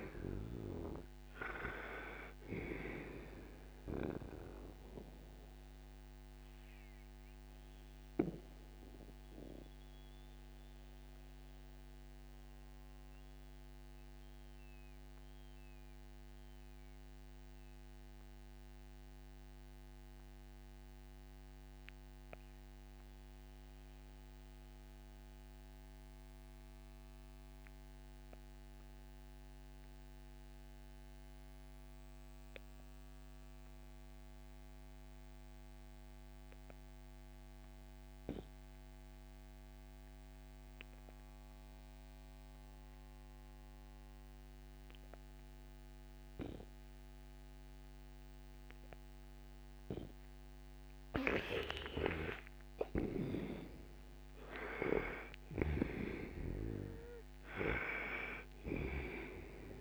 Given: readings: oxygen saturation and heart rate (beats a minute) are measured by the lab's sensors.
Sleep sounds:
breathing in sleep by a microphone on the trachea; 1
0.00-30.00 s: oxygen desaturation (device-marked, oxygen 74% lowest, heart rate 59 extreme)
7.50-50.50 s: mixed apnea (oxygen 94% before, 74% lowest, heart rate 75 before, 59 extreme, up 18 after)
40.00-59.81 s: oxygen desaturation (device-marked, oxygen 99% before, 76% lowest, heart rate 61 before, 60 extreme)
51.50-56.00 s: arousal
55.00-58.50 s: snoring (device-marked)
From the record:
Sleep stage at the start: N2 (light sleep); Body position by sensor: on the right side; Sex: male

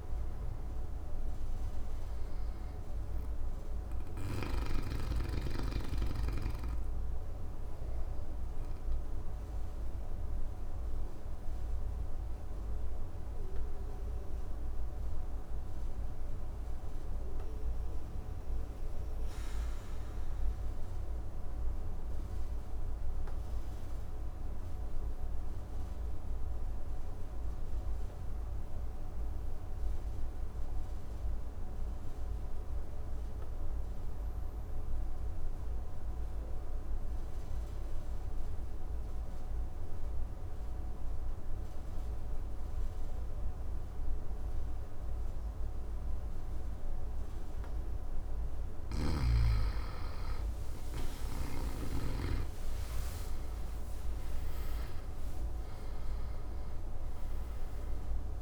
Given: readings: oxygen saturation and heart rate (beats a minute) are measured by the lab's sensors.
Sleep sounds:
breathing in sleep by a room microphone; 1
0.00-4.50 s: oxygen desaturation (device-marked, oxygen 93% lowest, heart rate 53 extreme)
8.50-47.50 s: mixed apnea (oxygen 98% before, 89% lowest, heart rate 64 before, 53 extreme, up 10 after)
40.50-58.42 s: oxygen desaturation (device-marked, oxygen 99% before, 89% lowest, heart rate 55 before, 55 extreme)
50.00-54.50 s: arousal
From the record:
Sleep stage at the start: N2 (light sleep); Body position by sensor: on the back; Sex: male

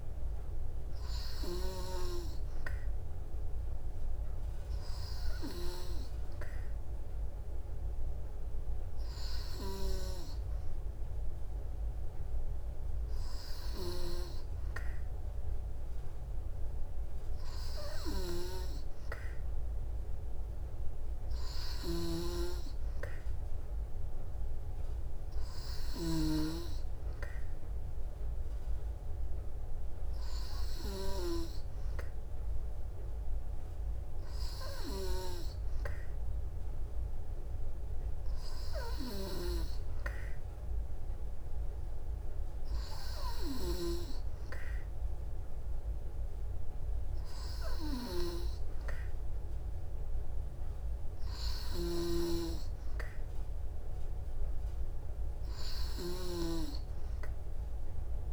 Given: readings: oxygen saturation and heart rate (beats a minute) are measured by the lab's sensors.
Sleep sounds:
breathing in sleep by a room microphone; none
0.00-1.50 s: snoring (device-marked)
13.50-26.00 s: snoring (device-marked)
51.50-56.00 s: snoring (device-marked)
From the record:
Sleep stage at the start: N2 (light sleep); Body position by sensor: on the back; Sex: female

